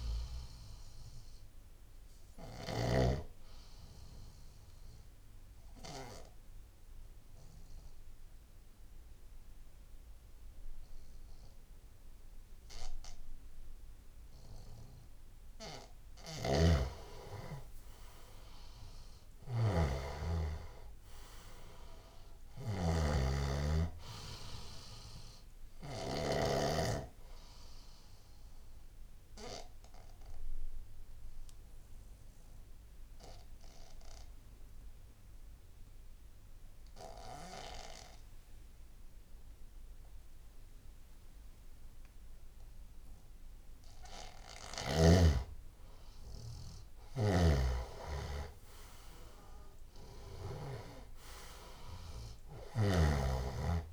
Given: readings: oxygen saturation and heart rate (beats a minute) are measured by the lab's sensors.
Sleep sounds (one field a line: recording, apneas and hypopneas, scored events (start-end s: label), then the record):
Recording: breathing in sleep by a room microphone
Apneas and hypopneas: 2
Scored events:
3.50-15.50 s: obstructive apnea (oxygen 98% before, 89% lowest, heart rate 79 before, 65 extreme, up 15 after)
16.50-26.50 s: snoring (device-marked)
17.00-20.50 s: arousal
21.00-42.00 s: oxygen desaturation (device-marked, oxygen 98% before, 92% lowest, heart rate 75 before, 59 extreme)
27.00-43.50 s: obstructive apnea (oxygen 98% before, 89% lowest, heart rate 75 before, 59 extreme, up 12 after)
46.00-49.50 s: arousal
47.00-53.93 s: snoring (device-marked)
50.00-53.93 s: oxygen desaturation (device-marked, oxygen 98% before, 89% lowest, heart rate 70 before, 63 extreme)
From the record:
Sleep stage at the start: N2 (light sleep)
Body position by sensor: on the left side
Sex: male